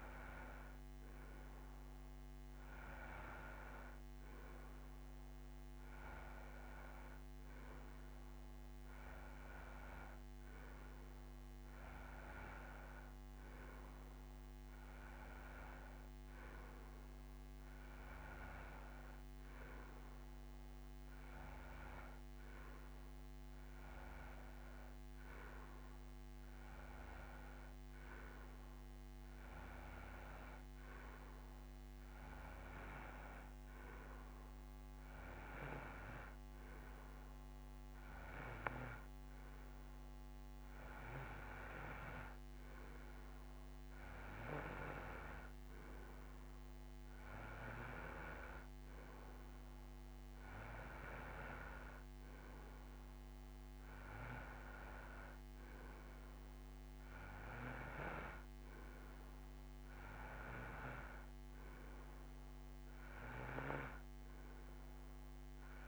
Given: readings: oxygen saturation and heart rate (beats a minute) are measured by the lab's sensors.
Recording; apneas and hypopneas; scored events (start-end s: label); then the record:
breathing in sleep by a microphone on the trachea; none
none scored
From the record:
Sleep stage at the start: N2 (light sleep); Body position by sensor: on the right side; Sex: male